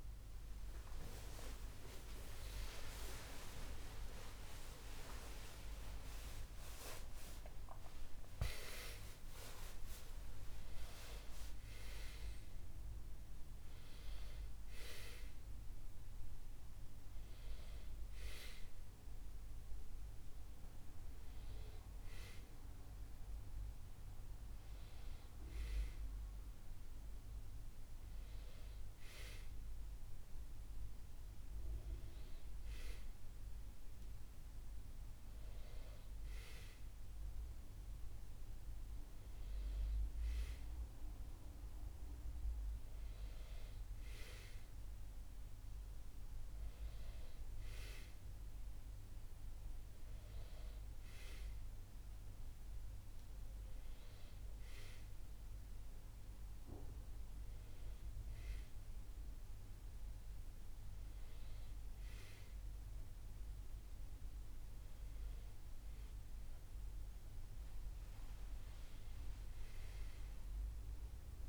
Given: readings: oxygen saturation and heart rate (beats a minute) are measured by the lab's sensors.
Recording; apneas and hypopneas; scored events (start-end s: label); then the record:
a person partly awake in a sleep study, by a room microphone; none
9.50-39.50 s: new sleep stage, awake
39.50-71.49 s: new sleep stage, N1 (lightest sleep)
From the record:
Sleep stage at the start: N1 (lightest sleep); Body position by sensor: on the back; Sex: male